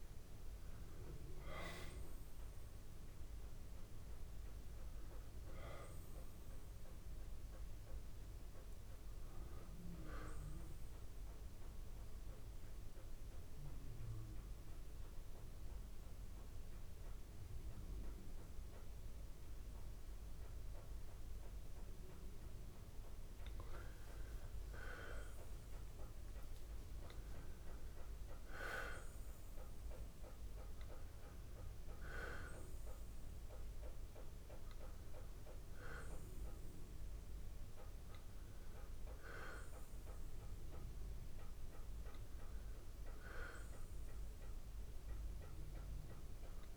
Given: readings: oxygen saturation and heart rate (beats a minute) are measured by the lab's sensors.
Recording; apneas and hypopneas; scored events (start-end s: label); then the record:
breathing in sleep by a room microphone; 1
10.00-22.50 s: central apnea (oxygen 97% before, 92% lowest, heart rate 65 before, 60 extreme)
25.50-29.50 s: arousal
33.00-45.00 s: oxygen desaturation (device-marked, oxygen 97% before, 92% lowest, heart rate 95 before, 68 extreme)
From the record:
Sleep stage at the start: N2 (light sleep); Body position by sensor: on the back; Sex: male